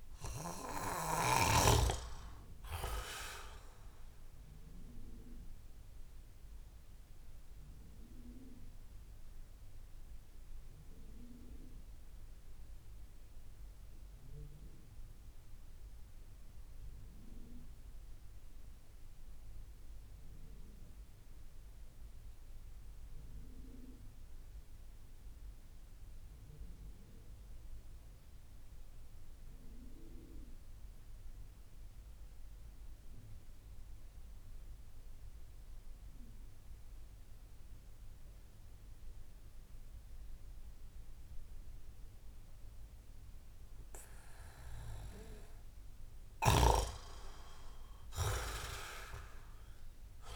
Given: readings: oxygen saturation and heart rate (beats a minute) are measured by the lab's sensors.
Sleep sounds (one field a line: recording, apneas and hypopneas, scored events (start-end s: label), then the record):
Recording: breathing in sleep by a room microphone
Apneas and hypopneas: 1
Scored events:
0.00-1.00 s: arousal
0.00-6.50 s: oxygen desaturation (device-marked, oxygen 94% lowest)
5.00-45.50 s: mixed apnea (oxygen 98% before, 89% lowest)
15.50-26.50 s: oxygen desaturation (device-marked, oxygen 95% before, 92% lowest)
40.50-50.36 s: oxygen desaturation (device-marked, oxygen 97% before, 91% lowest)
46.00-50.36 s: snoring (device-marked)
47.00-50.36 s: arousal
From the record:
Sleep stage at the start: N2 (light sleep)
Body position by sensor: on the back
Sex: male